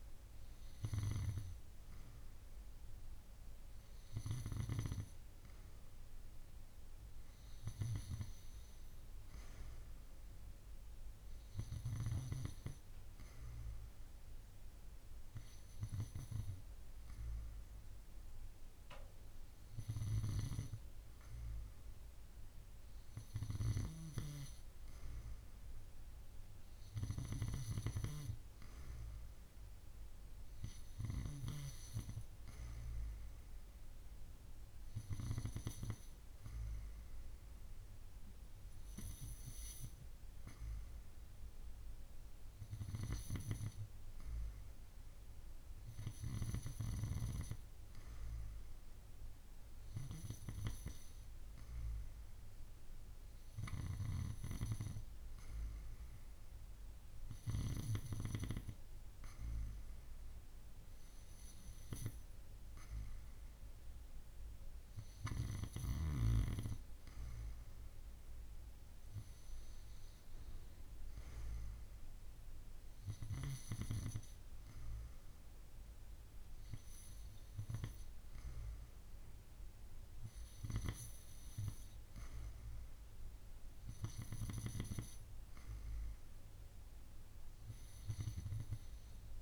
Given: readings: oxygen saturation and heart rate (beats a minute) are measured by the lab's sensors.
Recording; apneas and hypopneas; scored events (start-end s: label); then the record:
breathing in sleep by a room microphone; none
none scored
From the record:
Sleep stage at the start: N2 (light sleep); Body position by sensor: on the right side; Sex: female